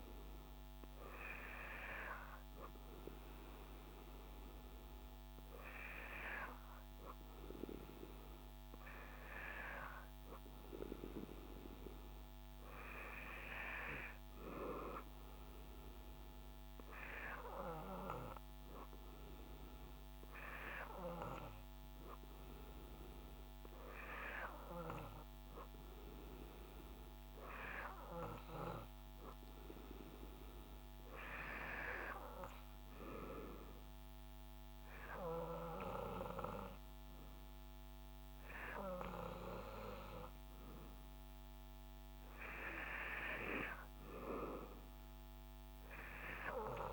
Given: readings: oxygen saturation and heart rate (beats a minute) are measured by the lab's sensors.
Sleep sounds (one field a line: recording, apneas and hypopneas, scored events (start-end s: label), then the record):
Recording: breathing in sleep by a microphone on the trachea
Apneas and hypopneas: none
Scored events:
none scored
From the record:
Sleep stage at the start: N2 (light sleep)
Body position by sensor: on the back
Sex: male